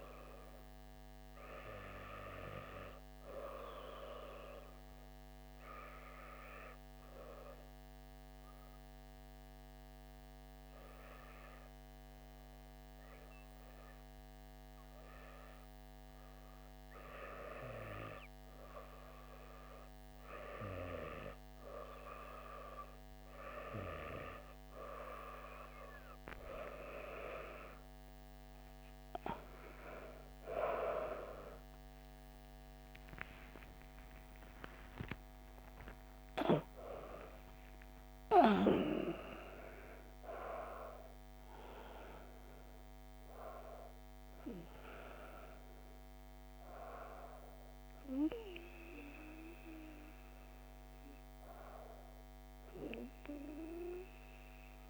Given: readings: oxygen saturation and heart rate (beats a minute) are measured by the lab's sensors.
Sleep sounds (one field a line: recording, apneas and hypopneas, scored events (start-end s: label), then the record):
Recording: a person awake in a sleep study, by a microphone on the trachea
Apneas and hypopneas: 1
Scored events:
5.00-17.00 s: hypopnea (oxygen 98% before, 94% lowest, heart rate 108 before, 100 extreme, up 10 after)
21.50-51.50 s: new sleep stage, awake
51.50-54.90 s: new sleep stage, N1 (lightest sleep)
From the record:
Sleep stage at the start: N2 (light sleep)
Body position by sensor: on the back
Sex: female